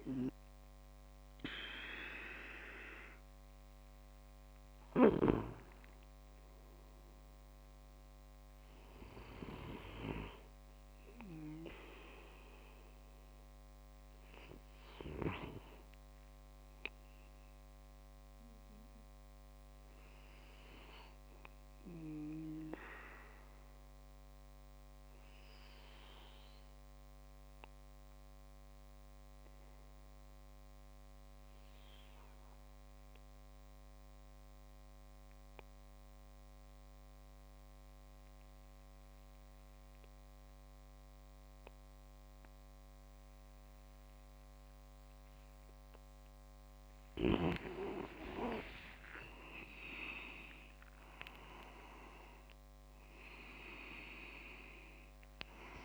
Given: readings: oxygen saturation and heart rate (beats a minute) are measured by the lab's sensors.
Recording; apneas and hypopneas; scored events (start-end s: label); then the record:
breathing in sleep by a microphone on the trachea; 1
0.00-22.00 s: oxygen desaturation (device-marked, oxygen 94% lowest, heart rate 29 extreme)
18.50-45.00 s: obstructive apnea (oxygen 99% before, 93% lowest, heart rate 45 before, 29 extreme, up 11 after)
43.00-55.85 s: oxygen desaturation (device-marked, oxygen 98% before, 94% lowest, heart rate 62 before, 29 extreme)
47.00-51.00 s: arousal
From the record:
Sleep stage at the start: N2 (light sleep); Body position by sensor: on the back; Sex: male